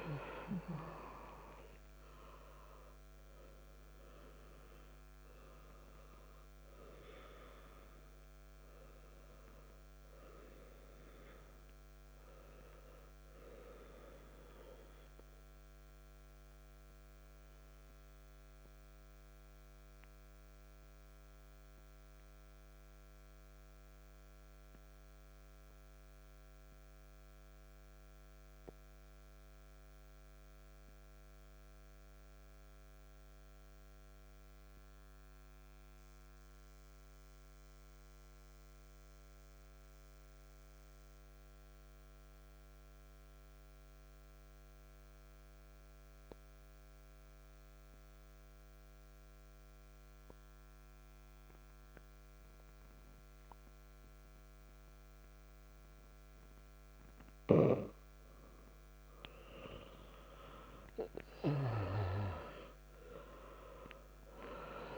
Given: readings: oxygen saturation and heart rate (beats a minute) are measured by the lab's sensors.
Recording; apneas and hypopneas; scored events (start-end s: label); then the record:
breathing in sleep by a microphone on the trachea; 1
0.00-20.00 s: oxygen desaturation (device-marked, oxygen 92% lowest, heart rate 58 extreme)
14.50-57.50 s: mixed apnea (oxygen 95% before, 92% lowest, heart rate 71 before, 58 extreme, up 13 after)
51.00-64.98 s: oxygen desaturation (device-marked, oxygen 97% before, 92% lowest, heart rate 59 before, 58 extreme)
59.00-63.50 s: arousal
From the record:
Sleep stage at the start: N2 (light sleep); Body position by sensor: on the back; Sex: male